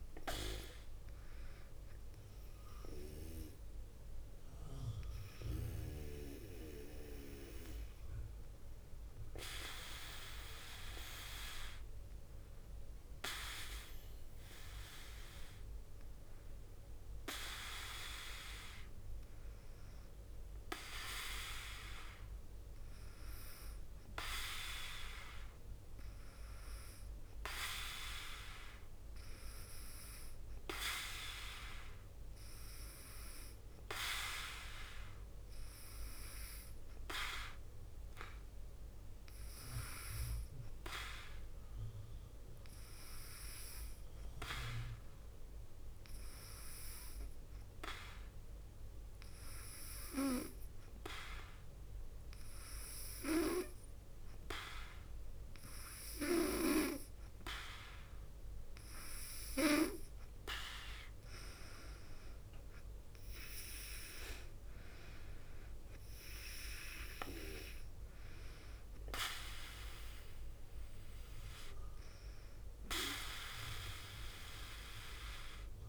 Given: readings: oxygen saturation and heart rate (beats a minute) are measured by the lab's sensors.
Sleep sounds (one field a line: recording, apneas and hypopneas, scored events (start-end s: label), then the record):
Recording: breathing in sleep by a room microphone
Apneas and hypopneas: 2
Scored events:
0.00-17.00 s: oxygen desaturation (device-marked, oxygen 94% lowest, heart rate 51 extreme)
3.00-16.50 s: hypopnea (oxygen 100% before, 91% lowest, heart rate 55 before, 51 extreme, up 1 after)
27.50-32.00 s: arousal
32.00-75.89 s: oxygen desaturation (device-marked, oxygen 99% before, 91% lowest, heart rate 52 before, 49 extreme)
39.00-58.50 s: hypopnea (oxygen 99% before, 91% lowest, heart rate 53 before, 50 extreme, up 4 after)
61.00-64.00 s: arousal
From the record:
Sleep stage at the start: N2 (light sleep)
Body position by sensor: on the back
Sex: female